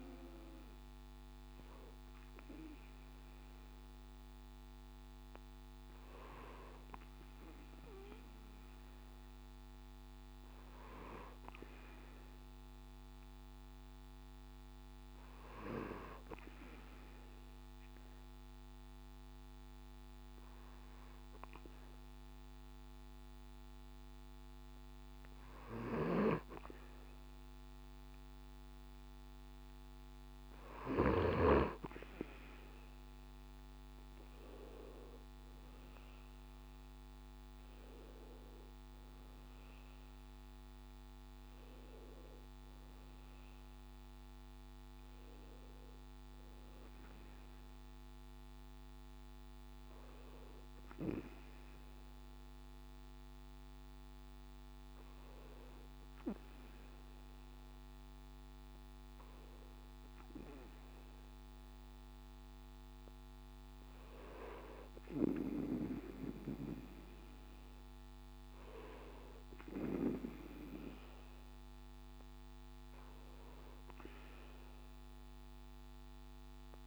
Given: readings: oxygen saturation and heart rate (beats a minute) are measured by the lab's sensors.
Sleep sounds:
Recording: breathing in sleep by a microphone on the trachea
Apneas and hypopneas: 2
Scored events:
16.00-29.50 s: hypopnea (oxygen 96% before, 94% lowest, heart rate 69 before, 65 extreme, up 5 after)
33.00-37.50 s: arousal
51.00-63.00 s: hypopnea (oxygen 95% before, 94% lowest, heart rate 70 before, 65 extreme, up 6 after)
65.00-68.50 s: arousal
From the record:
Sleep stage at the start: N2 (light sleep)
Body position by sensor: on the back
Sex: male

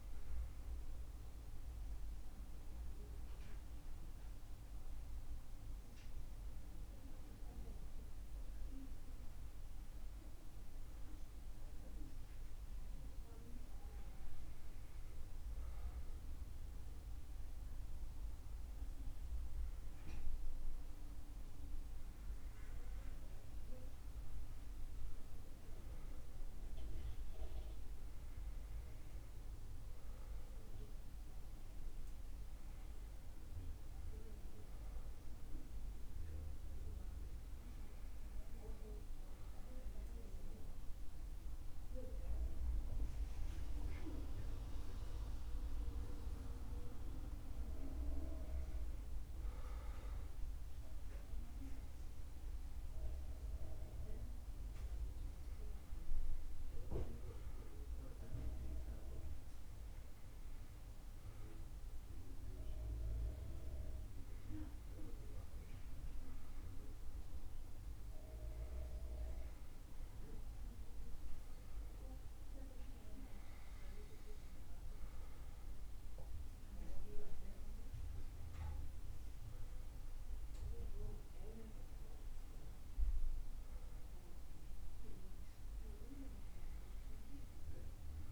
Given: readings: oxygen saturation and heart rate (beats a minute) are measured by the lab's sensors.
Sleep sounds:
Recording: breathing in sleep by a room microphone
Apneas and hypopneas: none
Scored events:
none scored
From the record:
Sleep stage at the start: N2 (light sleep)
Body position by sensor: on the back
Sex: male

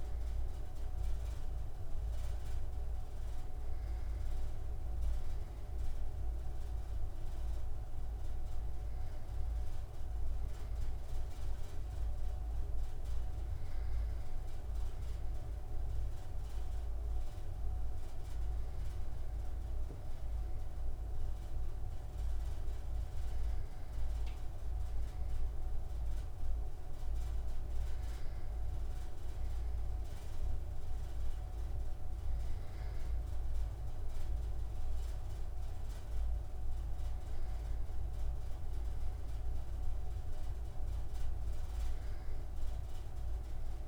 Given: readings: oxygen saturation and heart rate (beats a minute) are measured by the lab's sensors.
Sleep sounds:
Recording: breathing in sleep, hard to hear, by a room microphone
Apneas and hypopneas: none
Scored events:
none scored
From the record:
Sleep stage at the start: N2 (light sleep)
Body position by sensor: on the right side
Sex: male

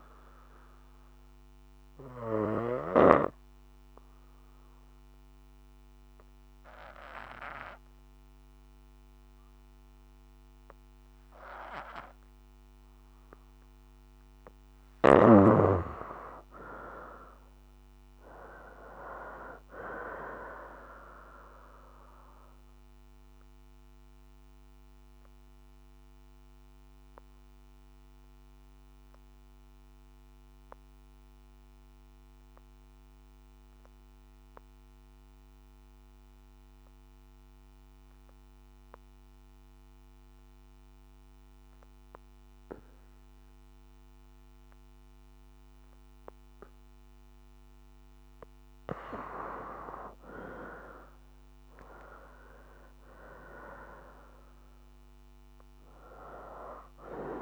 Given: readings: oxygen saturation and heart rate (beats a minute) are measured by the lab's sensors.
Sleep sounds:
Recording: breathing in sleep by a microphone on the trachea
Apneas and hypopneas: 2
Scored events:
1.50-14.00 s: obstructive apnea (oxygen 96% before, 71% lowest, heart rate 60 before, 56 extreme, up 6 after)
3.00-18.00 s: oxygen desaturation (device-marked, oxygen 96% before, 84% lowest, heart rate 60 before, 56 extreme)
15.50-19.00 s: arousal
20.00-41.00 s: oxygen desaturation (device-marked, oxygen 89% before, 76% lowest, heart rate 62 before, 55 extreme)
22.00-47.00 s: obstructive apnea (oxygen 96% before, 71% lowest, heart rate 63 before, 55 extreme, up 9 after)
46.00-53.00 s: oxygen desaturation (device-marked, oxygen 97% before, 88% lowest, heart rate 60 before, 55 extreme)
49.50-53.50 s: arousal
55.00-57.42 s: oxygen desaturation (device-marked, oxygen 95% before, 71% lowest, heart rate 63 before, 55 extreme)
From the record:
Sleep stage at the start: N2 (light sleep)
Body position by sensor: on the left side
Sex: female

